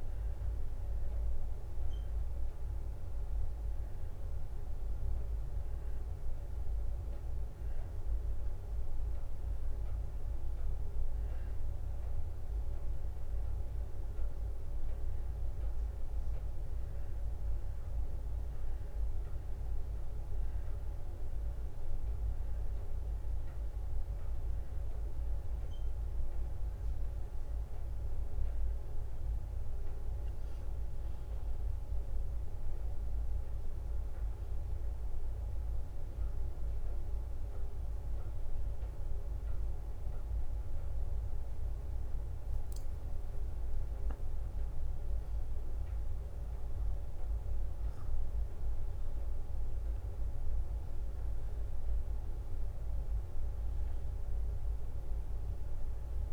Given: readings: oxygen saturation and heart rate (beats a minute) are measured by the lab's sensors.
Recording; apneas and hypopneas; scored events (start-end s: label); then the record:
a person awake in a sleep study, hard to hear, by a room microphone; none
0.00-1.50 s: drop in pulse transit time (device-marked, heart rate 68 extreme)
From the record:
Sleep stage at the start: awake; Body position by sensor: on the back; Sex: female